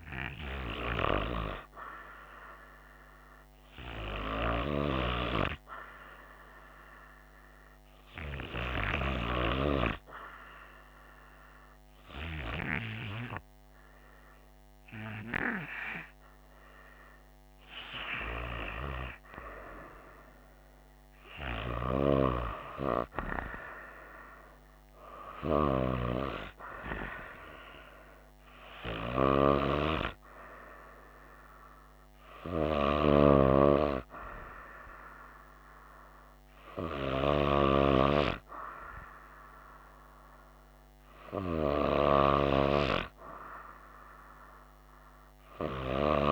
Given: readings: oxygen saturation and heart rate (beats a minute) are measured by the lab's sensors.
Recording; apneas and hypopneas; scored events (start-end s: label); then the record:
breathing in sleep by a microphone on the trachea; 1
0.50-4.00 s: arousal
7.50-19.00 s: hypopnea (oxygen 95% before, 93% lowest, heart rate 68 before, 63 extreme, up 1 after)
21.50-25.50 s: arousal
From the record:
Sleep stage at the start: N2 (light sleep); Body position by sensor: on the right side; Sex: female